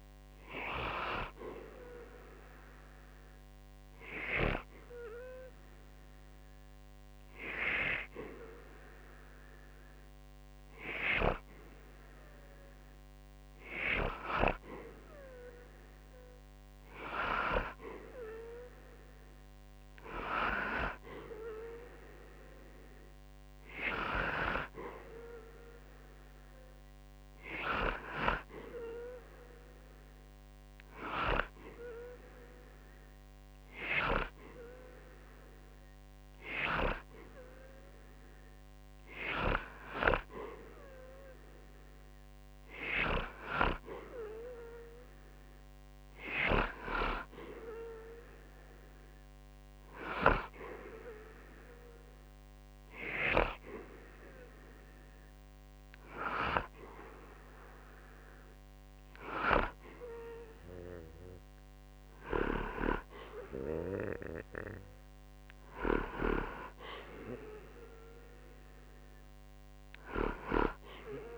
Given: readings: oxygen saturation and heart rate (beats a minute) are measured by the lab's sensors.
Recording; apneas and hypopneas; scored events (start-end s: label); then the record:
breathing in sleep by a microphone on the trachea; none
none scored
From the record:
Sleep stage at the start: N2 (light sleep); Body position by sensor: on the back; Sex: male